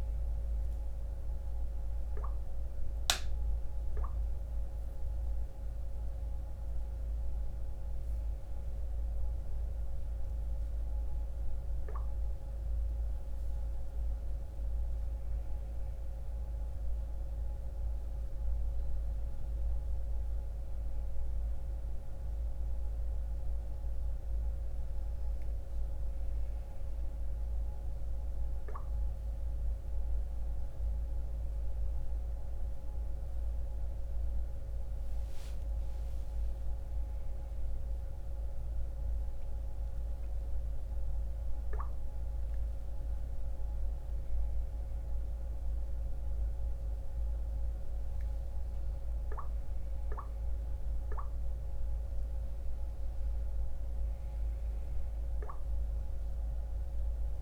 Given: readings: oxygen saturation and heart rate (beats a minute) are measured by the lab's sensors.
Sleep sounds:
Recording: a person awake in a sleep study, hard to hear, by a room microphone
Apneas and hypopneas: none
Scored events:
34.50-57.42 s: new sleep stage, N1 (lightest sleep)
From the record:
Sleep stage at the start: awake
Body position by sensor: on the right side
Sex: male

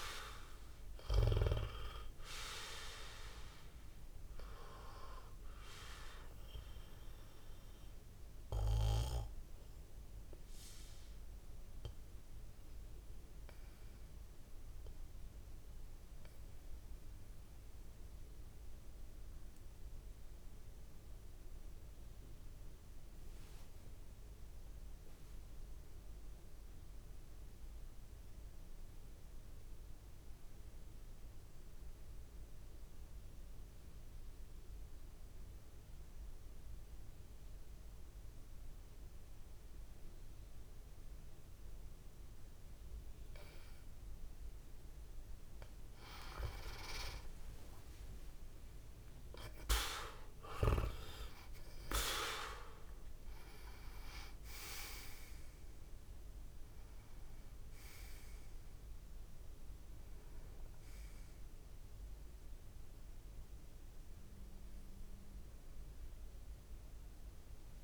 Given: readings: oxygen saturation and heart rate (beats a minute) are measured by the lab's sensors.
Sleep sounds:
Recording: breathing in sleep by a room microphone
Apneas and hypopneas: 1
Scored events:
0.00-19.50 s: oxygen desaturation (device-marked, oxygen 87% lowest)
8.00-43.00 s: obstructive apnea (oxygen 98% before, 87% lowest)
35.50-67.84 s: oxygen desaturation (device-marked, oxygen 98% before, 87% lowest)
46.00-50.00 s: arousal
From the record:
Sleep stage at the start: N2 (light sleep)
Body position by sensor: on the back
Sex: male

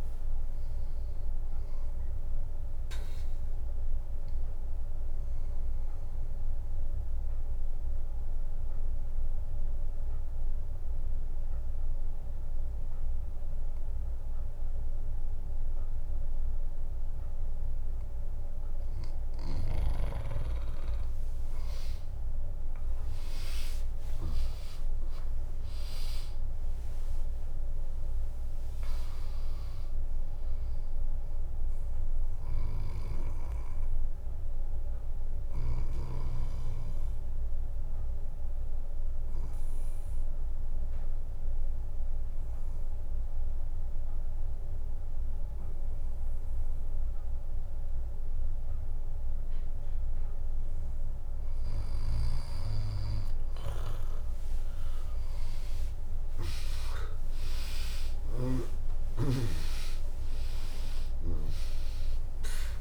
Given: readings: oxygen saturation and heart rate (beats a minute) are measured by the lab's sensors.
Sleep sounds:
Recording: breathing in sleep by a room microphone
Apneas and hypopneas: 2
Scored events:
0.00-7.00 s: drop in pulse transit time (device-marked, heart rate 61 extreme)
3.50-18.00 s: obstructive apnea (oxygen 100% before, 96% lowest, heart rate 72 before, 56 extreme)
16.00-22.00 s: bradycardia (device-marked, heart rate 74 before, 56 extreme)
21.50-27.00 s: arousal
25.00-36.00 s: drop in pulse transit time (device-marked, heart rate 70 before, 60 extreme)
30.00-50.00 s: oxygen desaturation (device-marked, oxygen 100% before, 96% lowest, heart rate 67 before, 57 extreme)
36.50-49.50 s: obstructive apnea (oxygen 100% before, 96% lowest, heart rate 68 before, 57 extreme)
48.00-54.00 s: bradycardia (device-marked, heart rate 74 before, 57 extreme)
55.00-60.50 s: arousal
58.00-62.81 s: drop in pulse transit time (device-marked, heart rate 65 before, 64 extreme)
From the record:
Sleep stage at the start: N2 (light sleep)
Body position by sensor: on the back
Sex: female

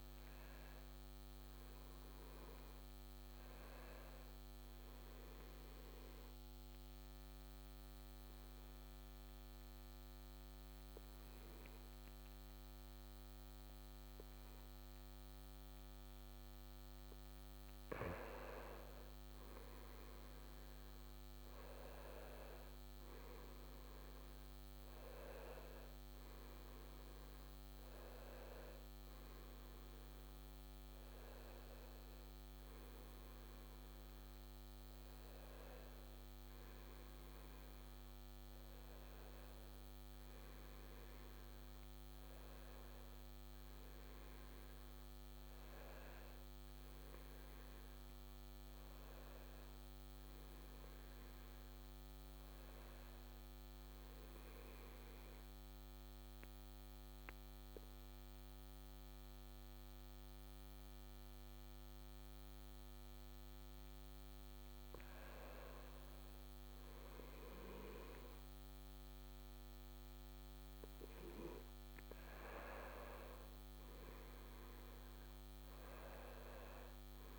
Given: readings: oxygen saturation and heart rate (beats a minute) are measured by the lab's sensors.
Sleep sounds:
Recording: breathing in sleep, hard to hear, by a microphone on the trachea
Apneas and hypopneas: 2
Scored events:
4.50-17.00 s: obstructive apnea (oxygen 96% before, 90% lowest, heart rate 72 before, 66 extreme, up 4 after)
17.00-42.00 s: oxygen desaturation (device-marked, oxygen 95% before, 90% lowest, heart rate 68 before, 63 extreme)
19.50-23.00 s: arousal
47.50-51.00 s: arousal
54.00-65.50 s: obstructive apnea (oxygen 96% before, 92% lowest, heart rate 70 before, 63 extreme, up 5 after)
73.00-77.39 s: oxygen desaturation (device-marked, oxygen 96% before, 92% lowest, heart rate 67 before, 63 extreme)
74.50-77.39 s: arousal
From the record:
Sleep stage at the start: N2 (light sleep)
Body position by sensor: on the back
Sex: male

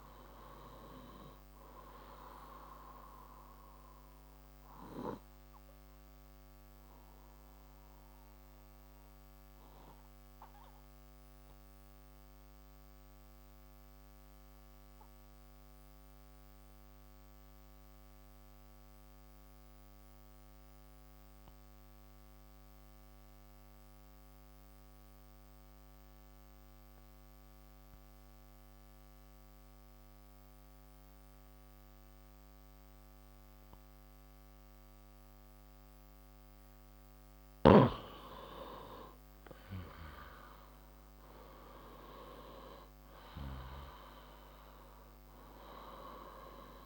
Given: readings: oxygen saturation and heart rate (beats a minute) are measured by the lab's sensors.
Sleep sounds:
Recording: breathing in sleep by a microphone on the trachea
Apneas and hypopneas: 1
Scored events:
0.00-23.00 s: oxygen desaturation (device-marked, oxygen 89% lowest)
4.50-35.50 s: obstructive apnea (oxygen 96% before, 88% lowest)
38.00-42.00 s: arousal
40.00-46.86 s: oxygen desaturation (device-marked, oxygen 98% before, 88% lowest)
From the record:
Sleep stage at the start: N2 (light sleep)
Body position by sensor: on the left side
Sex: male

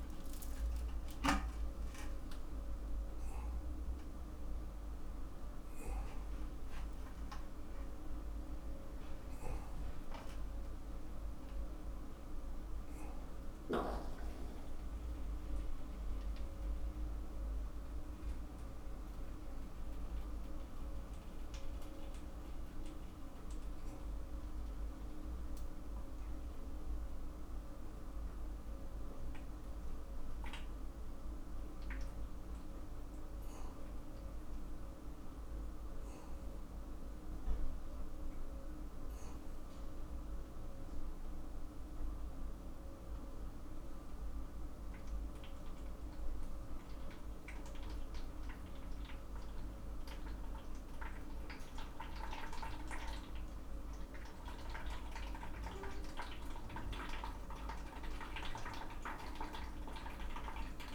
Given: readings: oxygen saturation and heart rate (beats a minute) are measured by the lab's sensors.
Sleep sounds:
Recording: a person awake in a sleep study, hard to hear, by a room microphone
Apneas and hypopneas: none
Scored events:
none scored
From the record:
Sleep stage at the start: awake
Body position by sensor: upright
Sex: male

